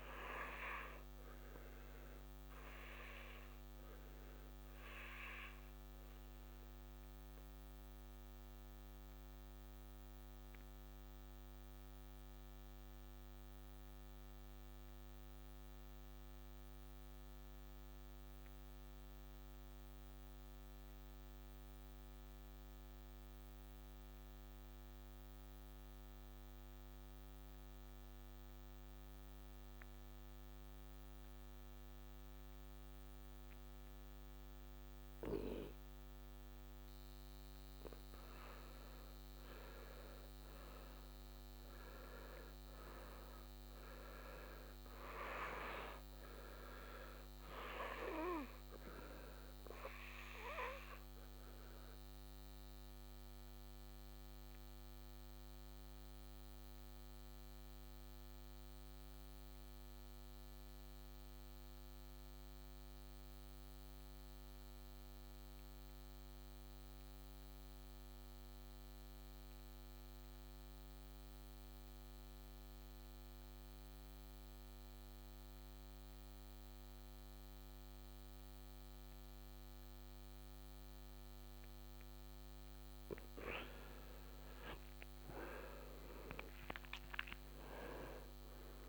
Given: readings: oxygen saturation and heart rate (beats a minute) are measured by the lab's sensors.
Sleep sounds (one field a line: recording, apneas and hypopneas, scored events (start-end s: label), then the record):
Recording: breathing in sleep by a microphone on the trachea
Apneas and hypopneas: 2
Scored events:
0.00-9.50 s: oxygen desaturation (device-marked, oxygen 83% lowest, heart rate 63 extreme)
1.00-36.00 s: obstructive apnea (oxygen 96% before, 80% lowest, heart rate 70 before, 62 extreme, up 10 after)
25.50-61.50 s: oxygen desaturation (device-marked, oxygen 98% before, 81% lowest, heart rate 66 before, 62 extreme)
38.00-42.00 s: arousal
49.00-83.50 s: obstructive apnea (oxygen 97% before, 80% lowest, heart rate 66 before, 59 extreme, up 3 after)
73.50-88.89 s: oxygen desaturation (device-marked, oxygen 98% before, 80% lowest, heart rate 66 before, 59 extreme)
85.50-88.89 s: arousal
From the record:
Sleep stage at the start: N2 (light sleep)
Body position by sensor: on the back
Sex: male